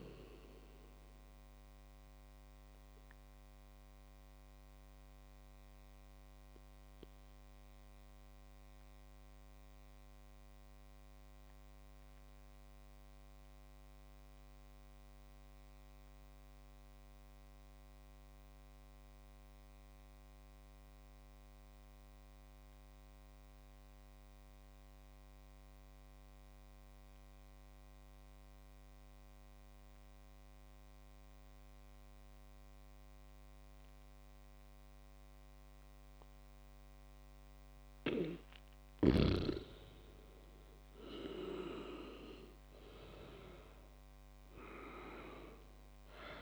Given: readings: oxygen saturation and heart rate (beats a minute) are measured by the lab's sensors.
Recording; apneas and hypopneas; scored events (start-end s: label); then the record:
breathing in sleep by a microphone on the trachea; 1
0.00-7.00 s: oxygen desaturation (device-marked, oxygen 94% lowest, heart rate 60 extreme)
2.50-37.00 s: mixed apnea (oxygen 98% before, 94% lowest, heart rate 68 before, 60 extreme, up 22 after)
32.00-46.42 s: oxygen desaturation (device-marked, oxygen 100% before, 96% lowest, heart rate 66 before, 59 extreme)
39.50-43.50 s: arousal
From the record:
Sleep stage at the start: N2 (light sleep); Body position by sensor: on the back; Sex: male